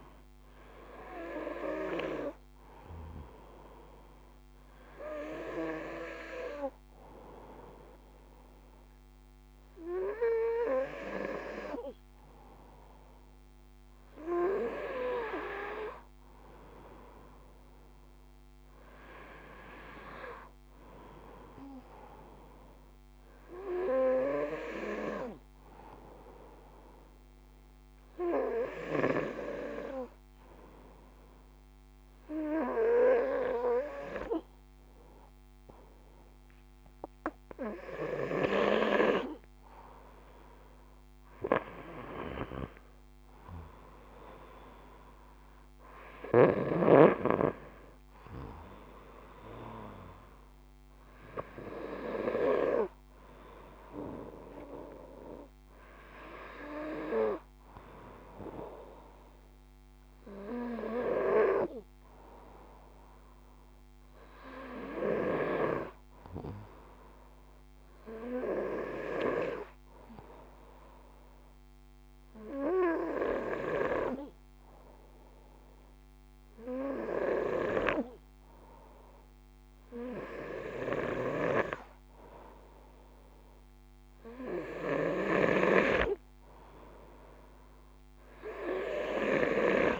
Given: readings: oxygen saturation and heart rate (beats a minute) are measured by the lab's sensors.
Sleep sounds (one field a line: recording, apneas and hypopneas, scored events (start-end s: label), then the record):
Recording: breathing in sleep by a microphone on the trachea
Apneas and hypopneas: 3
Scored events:
3.50-14.50 s: obstructive apnea (oxygen 96% before, 94% lowest, heart rate 55 before, 54 extreme, up 3 after)
18.00-21.00 s: arousal
23.50-36.00 s: hypopnea (oxygen 97% before, 94% lowest, heart rate 55 before, 53 extreme, up 3 after)
54.00-57.50 s: arousal
69.50-83.00 s: hypopnea (oxygen 96% before, 94% lowest, heart rate 54 before, 54 extreme, up 1 after)
87.50-90.00 s: arousal
From the record:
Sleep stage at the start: N2 (light sleep)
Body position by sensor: on the front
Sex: male